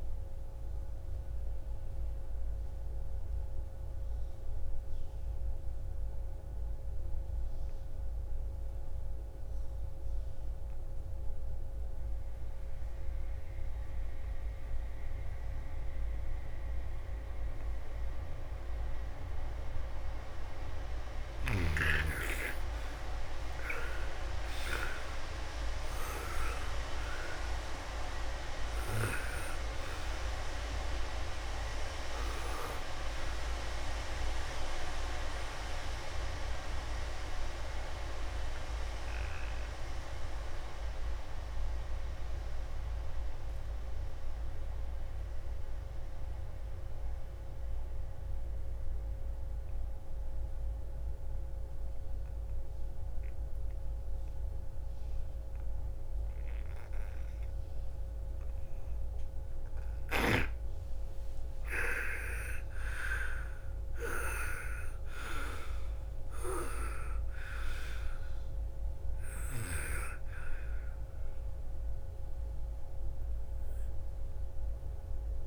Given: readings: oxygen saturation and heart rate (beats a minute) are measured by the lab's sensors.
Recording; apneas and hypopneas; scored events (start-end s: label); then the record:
breathing in sleep by a room microphone; 2
0.00-12.00 s: oxygen desaturation (device-marked, oxygen 90% lowest, heart rate 47 extreme)
1.50-20.00 s: obstructive apnea (oxygen 98% before, 84% lowest, heart rate 60 before, 47 extreme, up 2 after)
21.50-25.50 s: arousal
25.00-43.00 s: oxygen desaturation (device-marked, oxygen 98% before, 85% lowest, heart rate 56 before, 37 extreme)
39.00-59.00 s: obstructive apnea (oxygen 99% before, 84% lowest, heart rate 60 before, 37 extreme, up 18 after)
61.00-64.00 s: arousal
62.00-75.47 s: oxygen desaturation (device-marked, oxygen 98% before, 84% lowest, heart rate 51 before, 37 extreme)
From the record:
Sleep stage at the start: N2 (light sleep); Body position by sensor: on the right side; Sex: female